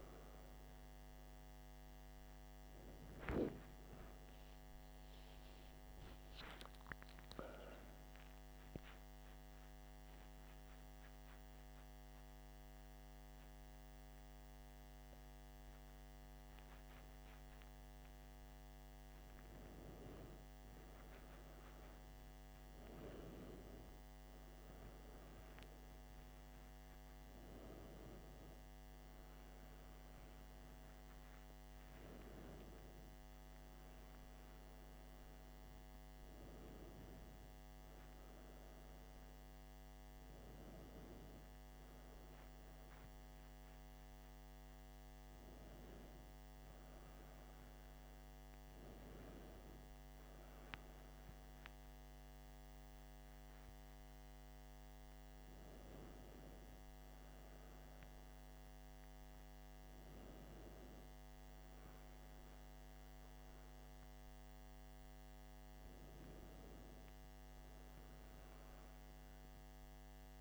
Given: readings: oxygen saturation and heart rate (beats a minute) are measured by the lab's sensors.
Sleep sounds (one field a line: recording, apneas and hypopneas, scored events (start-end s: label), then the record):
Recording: breathing in sleep, hard to hear, by a microphone on the trachea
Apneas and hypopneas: 1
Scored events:
7.50-18.00 s: obstructive apnea (oxygen 96% before, 93% lowest, heart rate 66 before, 57 extreme, up 4 after)
20.50-25.00 s: arousal
From the record:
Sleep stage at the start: N1 (lightest sleep)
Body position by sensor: on the back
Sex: male